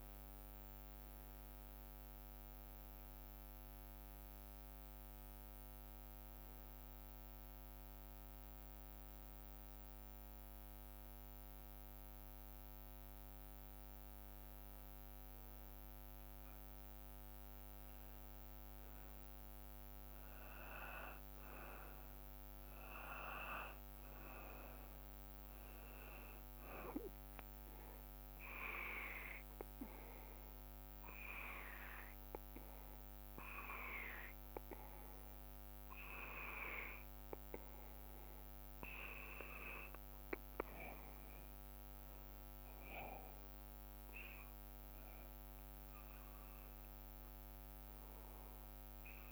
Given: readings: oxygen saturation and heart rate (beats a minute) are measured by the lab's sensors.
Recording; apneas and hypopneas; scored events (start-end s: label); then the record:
breathing in sleep by a microphone on the trachea; 1
0.00-3.00 s: arousal
6.00-16.00 s: hypopnea (oxygen 95% before, 91% lowest, heart rate 57 before, 57 extreme, up 2 after)
19.00-24.00 s: arousal
25.00-40.00 s: oxygen desaturation (device-marked, oxygen 95% before, 91% lowest, heart rate 58 before, 57 extreme)
From the record:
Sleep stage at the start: N2 (light sleep); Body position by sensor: on the back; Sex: male